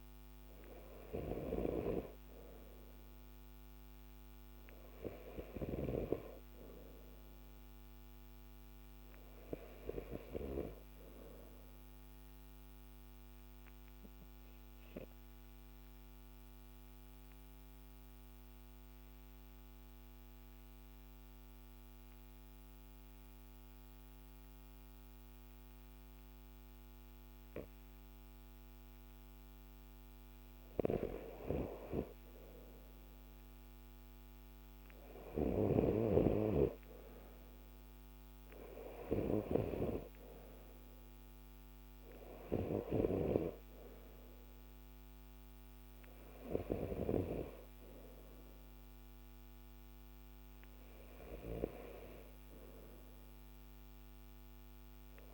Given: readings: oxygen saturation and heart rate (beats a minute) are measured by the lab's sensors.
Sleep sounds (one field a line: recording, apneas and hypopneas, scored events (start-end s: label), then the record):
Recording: breathing in sleep by a microphone on the trachea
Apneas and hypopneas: 1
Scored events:
11.00-29.00 s: obstructive apnea (oxygen 94% before, 92% lowest, heart rate 53 before, 49 extreme, up 6 after)
31.50-35.50 s: arousal
52.50-55.34 s: oxygen desaturation (device-marked, oxygen 96% before, 92% lowest, heart rate 54 before, 52 extreme)
From the record:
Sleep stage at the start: N2 (light sleep)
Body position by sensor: on the left side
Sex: male